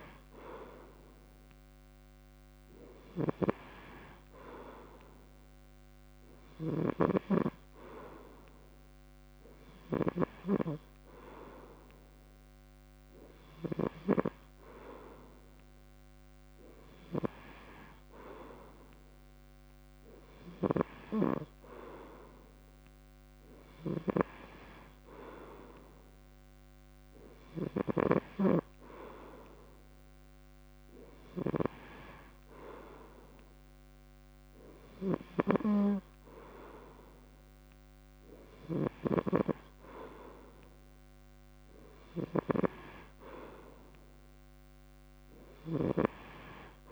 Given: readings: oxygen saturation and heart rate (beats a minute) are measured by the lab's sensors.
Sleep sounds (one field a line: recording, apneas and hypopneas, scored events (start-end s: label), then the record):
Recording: breathing in sleep by a microphone on the trachea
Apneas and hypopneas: none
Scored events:
6.00-10.00 s: snoring (device-marked)
20.00-31.50 s: snoring (device-marked)
38.50-46.92 s: snoring (device-marked)
From the record:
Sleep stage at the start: N3 (deep sleep)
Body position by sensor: on the back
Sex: male